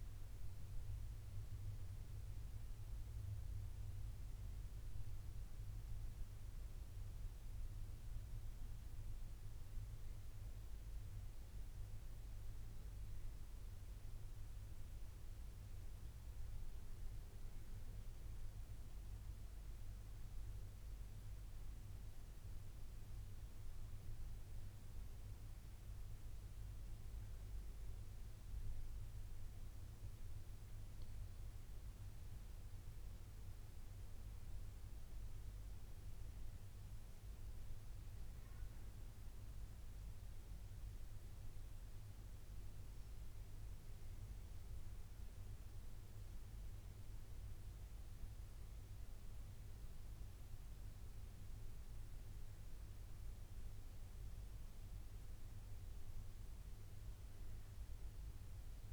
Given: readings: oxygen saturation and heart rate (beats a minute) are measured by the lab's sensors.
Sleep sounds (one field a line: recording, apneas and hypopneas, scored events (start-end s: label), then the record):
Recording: breathing in sleep, hard to hear, by a room microphone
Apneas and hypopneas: 1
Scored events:
0.00-15.50 s: oxygen desaturation (device-marked, oxygen 88% lowest, heart rate 62 extreme)
21.50-25.00 s: arousal
28.00-38.50 s: central apnea (oxygen 96% before, 91% lowest, heart rate 70 before, 68 extreme, up 6 after)
40.50-43.50 s: arousal
From the record:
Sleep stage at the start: N2 (light sleep)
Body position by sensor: on the back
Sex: male